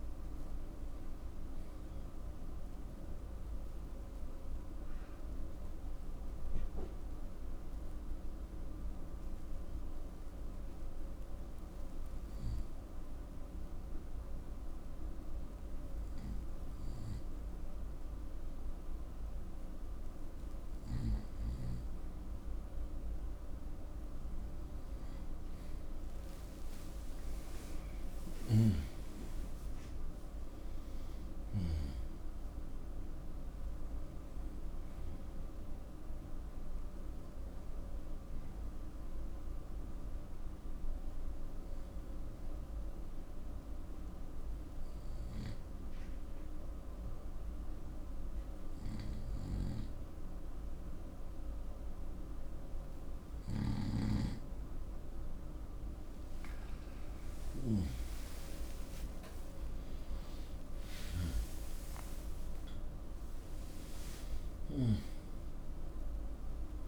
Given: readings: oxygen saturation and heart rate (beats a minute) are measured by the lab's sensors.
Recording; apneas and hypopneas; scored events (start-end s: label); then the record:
breathing in sleep, hard to hear, by a room microphone; 2
0.00-1.50 s: oxygen desaturation (device-marked, oxygen 92% lowest, heart rate 61 extreme)
3.50-19.50 s: oxygen desaturation (device-marked, oxygen 94% before, 90% lowest, heart rate 81 before, 61 extreme)
9.50-22.50 s: obstructive apnea (oxygen 95% before, 91% lowest, heart rate 85 before, 61 extreme, up 24 after)
25.00-29.00 s: arousal
33.50-38.50 s: oxygen desaturation (device-marked, oxygen 96% before, 91% lowest, heart rate 73 before, 65 extreme)
39.50-54.00 s: obstructive apnea (oxygen 98% before, 91% lowest, heart rate 79 before, 65 extreme, up 27 after)
57.50-62.00 s: arousal
65.50-66.88 s: oxygen desaturation (device-marked, oxygen 96% before, 91% lowest, heart rate 78 before, 70 extreme)
From the record:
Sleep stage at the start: N2 (light sleep); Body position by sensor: on the right side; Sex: male